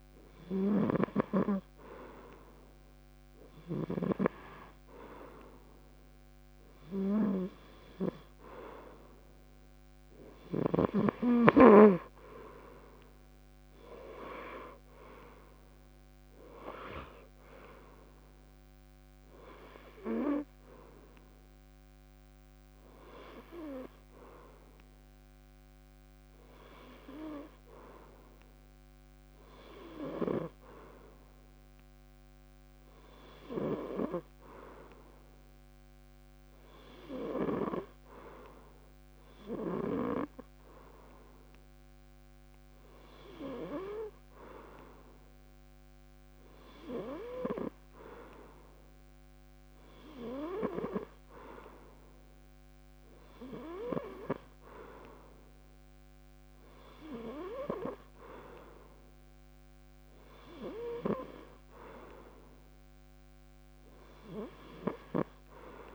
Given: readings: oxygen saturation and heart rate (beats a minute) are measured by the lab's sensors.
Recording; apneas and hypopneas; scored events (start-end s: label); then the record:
breathing in sleep by a microphone on the trachea; none
0.50-4.00 s: snoring (device-marked)
From the record:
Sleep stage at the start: N3 (deep sleep); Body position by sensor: on the back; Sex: male